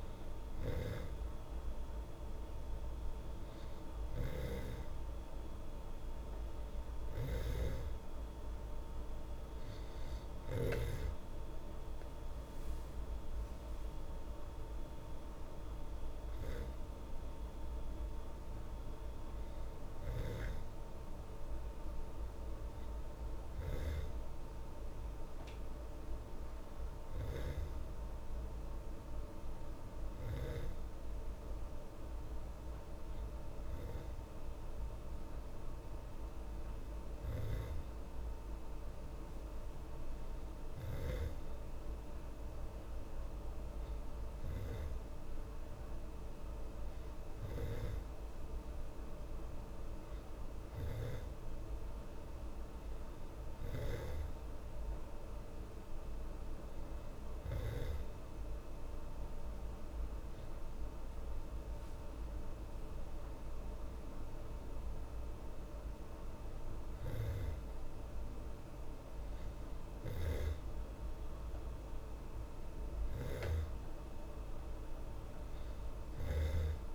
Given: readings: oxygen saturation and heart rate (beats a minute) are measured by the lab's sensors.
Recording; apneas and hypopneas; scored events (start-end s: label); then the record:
breathing in sleep by a room microphone; none
4.00-7.50 s: snoring (device-marked)
From the record:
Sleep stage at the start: N2 (light sleep); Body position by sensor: on the back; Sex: female